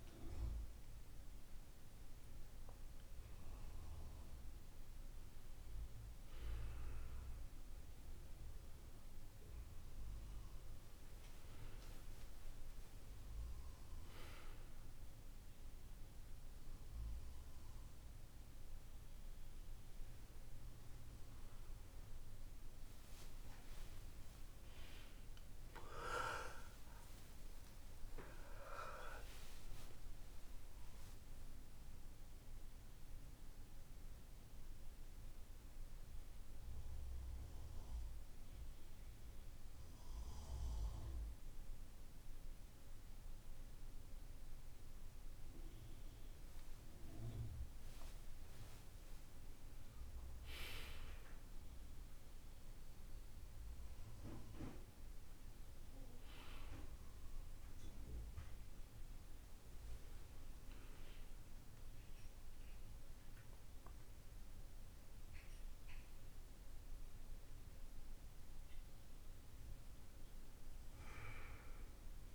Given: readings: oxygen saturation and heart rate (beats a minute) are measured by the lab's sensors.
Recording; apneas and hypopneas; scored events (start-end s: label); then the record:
a person partly awake in a sleep study, by a room microphone; 1
7.50-67.50 s: new sleep stage, N1 (lightest sleep)
23.00-28.00 s: arousal
30.50-46.50 s: central apnea (oxygen 96% before, 96% lowest, heart rate 55 before, 49 extreme, up 2 after)
48.00-52.50 s: arousal
67.50-72.35 s: new sleep stage, awake
From the record:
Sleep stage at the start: awake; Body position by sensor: on the back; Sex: male